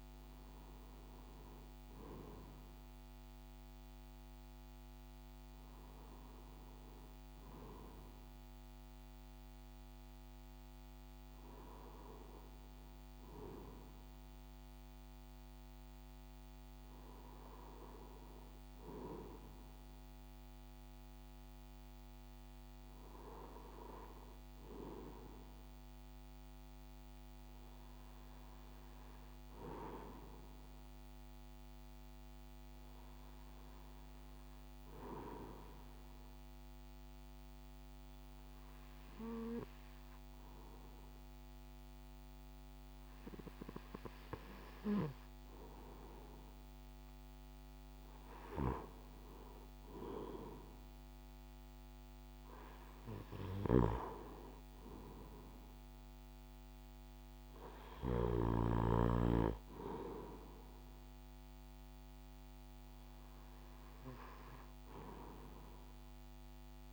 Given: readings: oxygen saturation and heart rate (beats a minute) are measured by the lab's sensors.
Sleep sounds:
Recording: breathing in sleep by a microphone on the trachea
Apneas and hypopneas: 1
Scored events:
35.50-48.00 s: hypopnea (oxygen 96% before, 92% lowest)
50.50-55.00 s: arousal
From the record:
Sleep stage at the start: REM sleep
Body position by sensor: on the right side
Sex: male

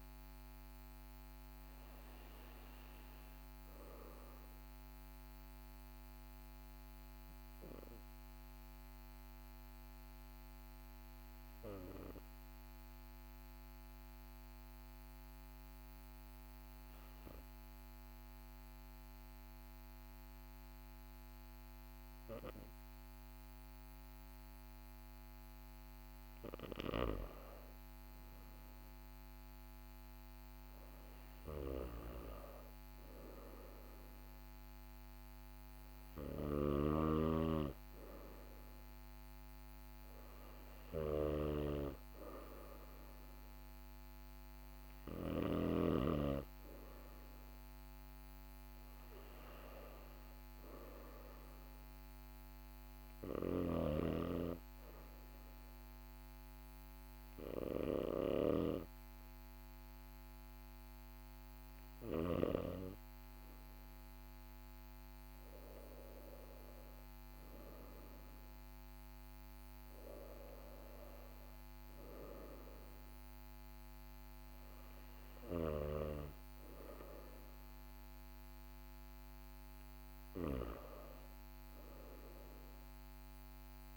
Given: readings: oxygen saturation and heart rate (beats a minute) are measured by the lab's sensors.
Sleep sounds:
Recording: breathing in sleep by a microphone on the trachea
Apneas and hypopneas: 1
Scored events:
8.00-25.50 s: hypopnea (oxygen 99% before, 95% lowest, heart rate 43 before, 41 extreme, up 1 after)
28.00-33.50 s: arousal
51.50-83.97 s: new sleep stage, N2 (light sleep)
64.00-68.50 s: arousal
From the record:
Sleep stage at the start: REM sleep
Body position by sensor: on the right side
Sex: male

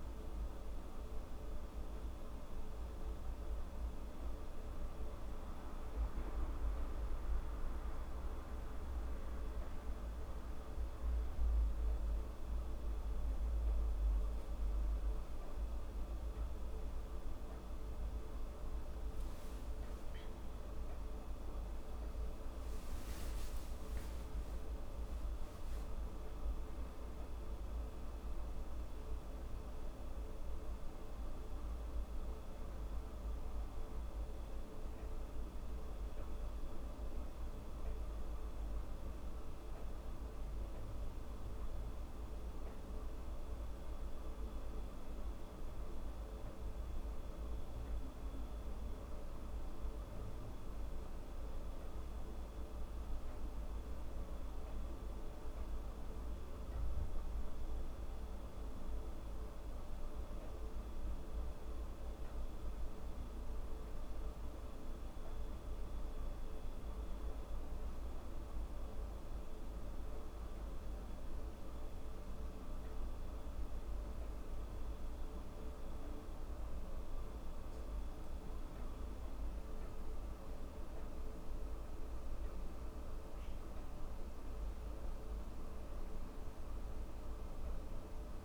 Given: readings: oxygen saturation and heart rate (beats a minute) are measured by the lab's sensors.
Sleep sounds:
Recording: breathing in sleep, hard to hear, by a room microphone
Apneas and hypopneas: none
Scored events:
20.00-23.50 s: arousal
32.00-88.44 s: new sleep stage, N2 (light sleep)
From the record:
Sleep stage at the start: N1 (lightest sleep)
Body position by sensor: on the back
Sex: female

